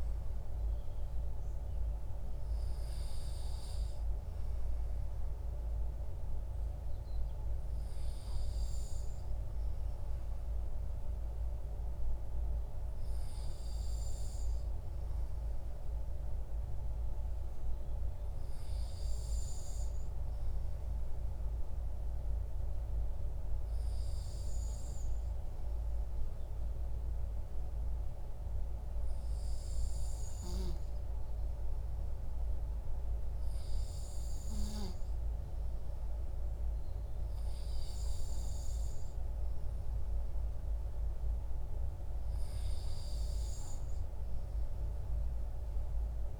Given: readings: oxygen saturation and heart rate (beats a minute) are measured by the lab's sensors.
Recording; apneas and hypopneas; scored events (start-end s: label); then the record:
breathing in sleep, hard to hear, by a room microphone; none
none scored
From the record:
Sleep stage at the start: N2 (light sleep); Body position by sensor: on the back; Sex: male